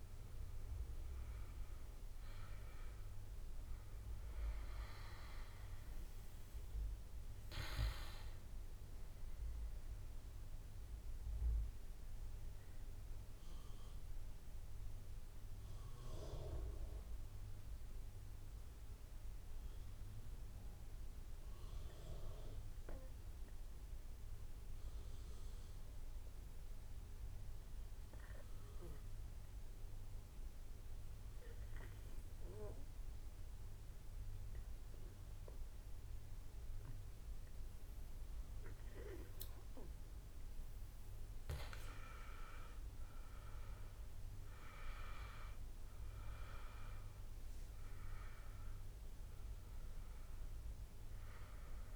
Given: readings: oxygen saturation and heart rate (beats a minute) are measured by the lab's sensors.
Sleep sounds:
breathing in sleep by a room microphone; 1
0.00-12.00 s: drop in pulse transit time (device-marked, heart rate 58 extreme)
0.00-18.00 s: oxygen desaturation (device-marked, oxygen 83% lowest, heart rate 44 extreme)
10.50-39.50 s: mixed apnea (oxygen 96% before, 84% lowest, heart rate 62 before, 44 extreme, up 16 after)
30.00-51.96 s: oxygen desaturation (device-marked, oxygen 100% before, 85% lowest, heart rate 50 before, 48 extreme)
41.50-44.50 s: arousal
46.00-51.96 s: drop in pulse transit time (device-marked, heart rate 55 before, 53 extreme)
From the record:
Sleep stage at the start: N2 (light sleep); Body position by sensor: on the back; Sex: male

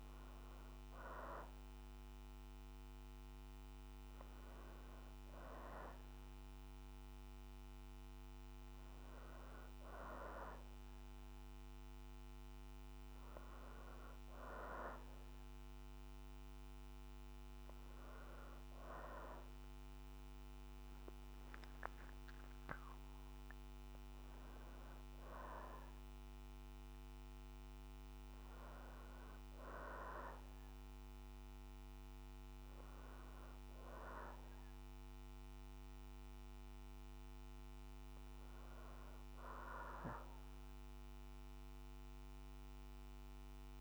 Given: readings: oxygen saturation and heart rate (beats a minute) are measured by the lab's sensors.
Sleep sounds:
breathing in sleep by a microphone on the trachea; none
21.00-25.00 s: arousal
From the record:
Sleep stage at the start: REM sleep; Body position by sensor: on the back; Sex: female

